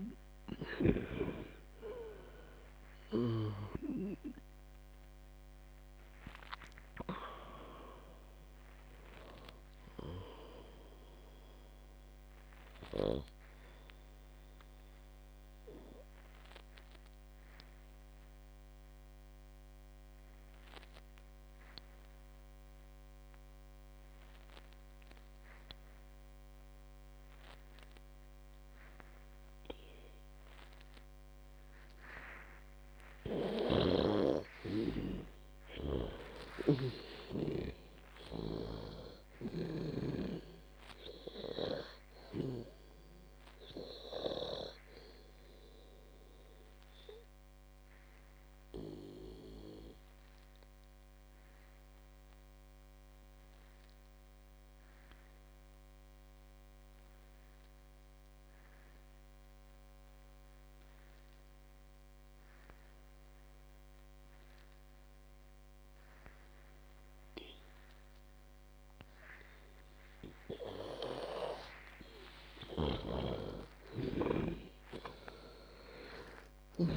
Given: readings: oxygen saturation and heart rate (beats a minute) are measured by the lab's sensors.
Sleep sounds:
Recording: breathing in sleep by a microphone on the trachea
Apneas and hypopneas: 2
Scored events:
0.00-2.00 s: arousal
0.00-21.50 s: oxygen desaturation (device-marked, oxygen 93% lowest, heart rate 53 extreme)
14.50-33.00 s: obstructive apnea (oxygen 99% before, 93% lowest, heart rate 91 before, 53 extreme)
34.50-38.00 s: arousal
39.50-60.50 s: oxygen desaturation (device-marked, oxygen 98% before, 94% lowest, heart rate 67 before, 53 extreme)
43.00-71.00 s: obstructive apnea (oxygen 98% before, 91% lowest, heart rate 75 before, 53 extreme, up 44 after)
70.50-76.97 s: oxygen desaturation (device-marked, oxygen 98% before, 91% lowest, heart rate 57 before, 53 extreme)
71.50-75.00 s: snoring (device-marked)
72.50-76.50 s: arousal
From the record:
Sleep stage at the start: N2 (light sleep)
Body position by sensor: on the back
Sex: female

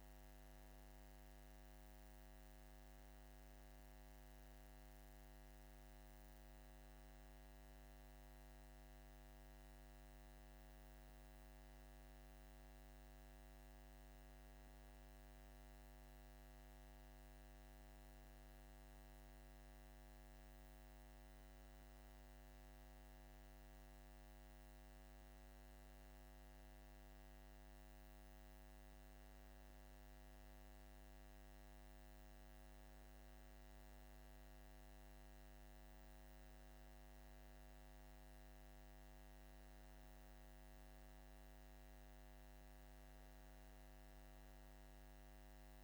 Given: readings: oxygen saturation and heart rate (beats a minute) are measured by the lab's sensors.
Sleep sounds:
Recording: breathing in sleep, hard to hear, by a microphone on the trachea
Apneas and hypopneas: none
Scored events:
none scored
From the record:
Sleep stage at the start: N2 (light sleep)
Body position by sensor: on the back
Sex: male

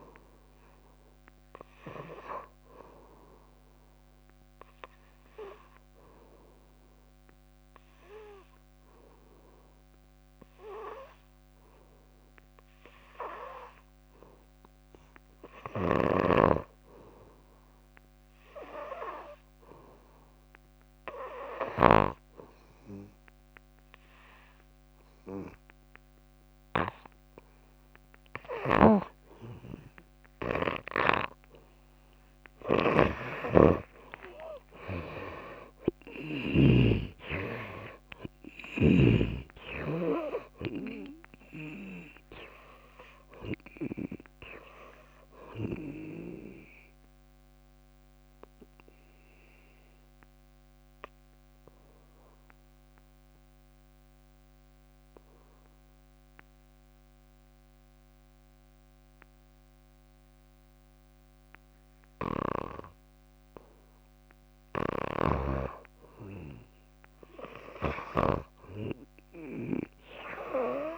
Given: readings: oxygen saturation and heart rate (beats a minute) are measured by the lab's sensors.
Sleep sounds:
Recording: breathing in sleep by a microphone on the trachea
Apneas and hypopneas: 2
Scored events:
0.00-2.50 s: arousal
6.50-28.50 s: hypopnea (oxygen 98% before, 80% lowest, heart rate 58 before, 57 extreme, up 10 after)
15.50-22.00 s: snoring (device-marked)
19.00-55.00 s: oxygen desaturation (device-marked, oxygen 96% before, 80% lowest, heart rate 60 before, 57 extreme)
28.50-37.00 s: snoring (device-marked)
32.50-37.00 s: arousal
47.50-64.50 s: obstructive apnea (oxygen 95% before, 80% lowest, heart rate 71 before, 57 extreme, up 6 after)
65.00-70.98 s: snoring (device-marked)
66.50-70.00 s: arousal
From the record:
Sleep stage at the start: N2 (light sleep)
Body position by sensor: on the back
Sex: female

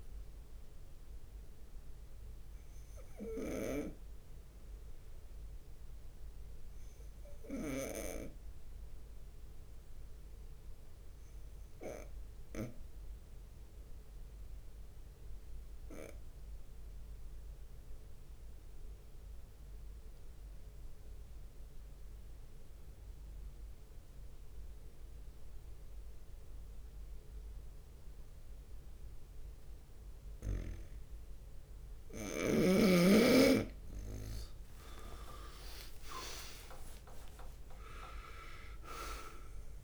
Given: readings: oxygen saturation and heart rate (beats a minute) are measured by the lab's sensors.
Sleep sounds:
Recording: breathing in sleep by a room microphone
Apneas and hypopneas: 1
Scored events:
0.00-1.50 s: long interval between heartbeats (device-marked)
0.00-11.50 s: oxygen desaturation (device-marked, oxygen 94% lowest)
0.00-39.84 s: bradycardia (device-marked)
3.50-31.00 s: obstructive apnea (oxygen 98% before, 92% lowest)
7.00-8.50 s: leg movement (device-marked)
8.50-10.50 s: long interval between heartbeats (device-marked)
9.50-19.50 s: drop in pulse transit time (device-marked)
14.50-16.50 s: long interval between heartbeats (device-marked)
20.50-22.50 s: long interval between heartbeats (device-marked)
25.00-27.00 s: long interval between heartbeats (device-marked)
26.50-39.84 s: oxygen desaturation (device-marked, oxygen 98% before, 94% lowest)
30.50-32.50 s: long interval between heartbeats (device-marked)
34.50-39.00 s: arousal
35.00-37.00 s: long interval between heartbeats (device-marked)
35.00-38.50 s: leg movement (device-marked)
From the record:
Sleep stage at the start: N2 (light sleep)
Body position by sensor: on the right side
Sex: male

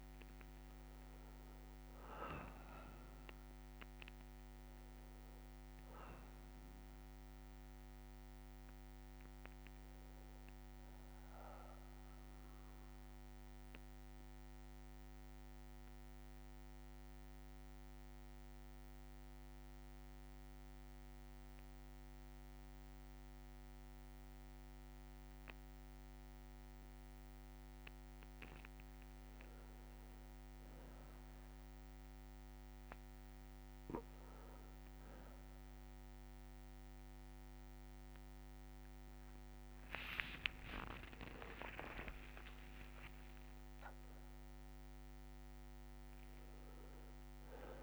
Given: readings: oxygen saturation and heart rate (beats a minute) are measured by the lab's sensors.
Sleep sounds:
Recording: breathing in sleep by a microphone on the trachea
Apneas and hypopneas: 1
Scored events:
0.00-1.00 s: arousal
0.00-20.00 s: oxygen desaturation (device-marked, oxygen 92% lowest, heart rate 59 extreme)
11.00-30.50 s: obstructive apnea (oxygen 98% before, 92% lowest, heart rate 64 before, 59 extreme, up 4 after)
17.00-19.00 s: bradycardia (device-marked, heart rate 67 before, 60 extreme)
39.00-43.50 s: arousal
40.00-44.00 s: tachycardia (device-marked, heart rate 67 before, 101 extreme)
42.50-44.50 s: long interval between heartbeats (device-marked, heart rate 63 before, 93 extreme)
From the record:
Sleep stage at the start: N2 (light sleep)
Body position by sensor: on the back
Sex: male

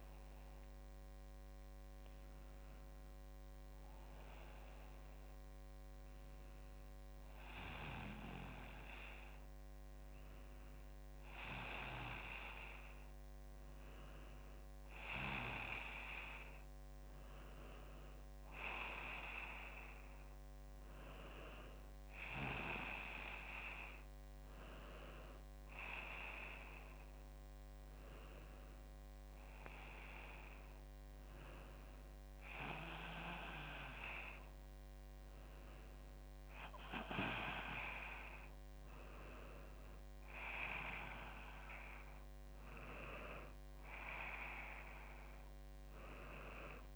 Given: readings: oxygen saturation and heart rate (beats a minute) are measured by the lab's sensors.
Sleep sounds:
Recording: breathing in sleep by a microphone on the trachea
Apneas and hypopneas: none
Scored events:
27.50-46.96 s: new sleep stage, N2 (light sleep)
From the record:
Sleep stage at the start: N1 (lightest sleep)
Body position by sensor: on the left side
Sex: female

